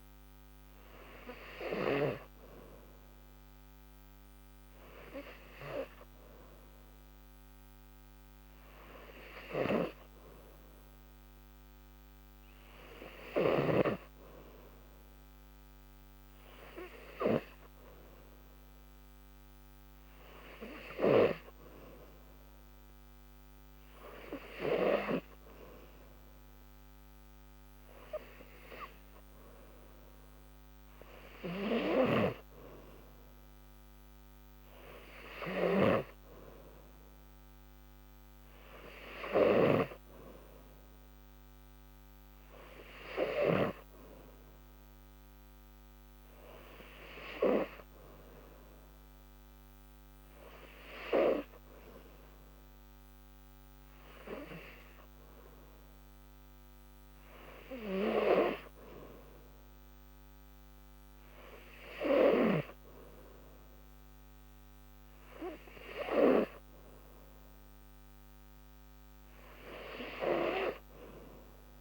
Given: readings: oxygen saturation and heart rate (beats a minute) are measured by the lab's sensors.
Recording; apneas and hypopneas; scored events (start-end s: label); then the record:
breathing in sleep by a microphone on the trachea; none
none scored
From the record:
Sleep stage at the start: N3 (deep sleep); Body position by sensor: on the back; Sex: female